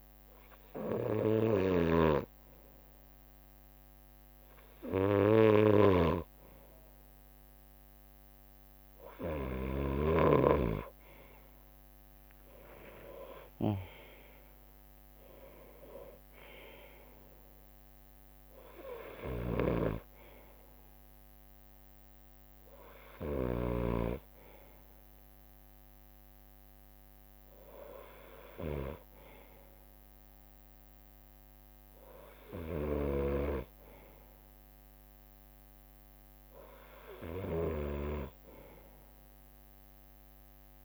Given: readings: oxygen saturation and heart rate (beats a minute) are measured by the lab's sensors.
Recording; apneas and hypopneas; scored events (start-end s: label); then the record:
breathing in sleep by a microphone on the trachea; none
0.00-10.00 s: snoring (device-marked)
1.50-5.00 s: leg movement (device-marked)
7.00-9.50 s: leg movement (device-marked)
10.50-15.50 s: leg movement (device-marked)
12.00-15.50 s: arousal
13.00-15.00 s: long interval between heartbeats (device-marked, heart rate 63 before, 75 extreme)
19.00-23.50 s: snoring (device-marked)
20.00-24.00 s: leg movement (device-marked)
28.00-31.50 s: leg movement (device-marked)
33.00-40.85 s: drop in pulse transit time (device-marked, heart rate 69 before, 63 extreme)
34.50-36.50 s: leg movement (device-marked)
From the record:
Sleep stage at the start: N2 (light sleep); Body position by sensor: on the right side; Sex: male